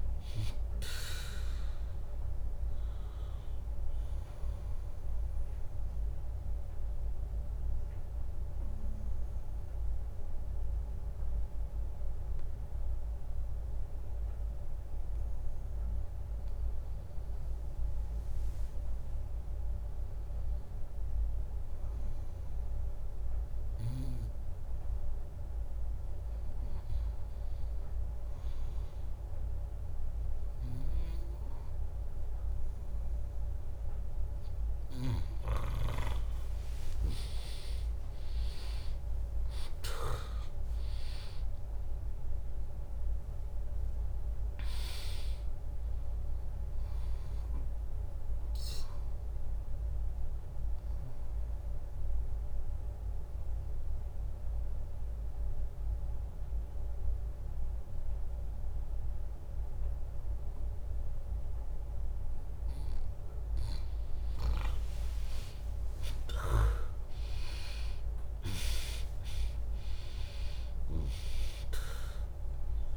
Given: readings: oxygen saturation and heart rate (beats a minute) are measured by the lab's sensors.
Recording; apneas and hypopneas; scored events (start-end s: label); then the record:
breathing in sleep by a room microphone; 2
0.00-7.50 s: drop in pulse transit time (device-marked, heart rate 62 extreme)
5.50-17.50 s: obstructive apnea (oxygen 100% before, 96% lowest, heart rate 69 before, 59 extreme, up 1 after)
18.50-21.00 s: arousal
37.50-42.50 s: arousal
38.50-51.50 s: drop in pulse transit time (device-marked, heart rate 66 before, 68 extreme)
49.50-63.00 s: obstructive apnea (oxygen 100% before, 96% lowest, heart rate 73 before, 61 extreme)
65.00-69.50 s: arousal
67.50-72.97 s: drop in pulse transit time (device-marked, heart rate 77 before, 61 extreme)
From the record:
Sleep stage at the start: N2 (light sleep); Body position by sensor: on the back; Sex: female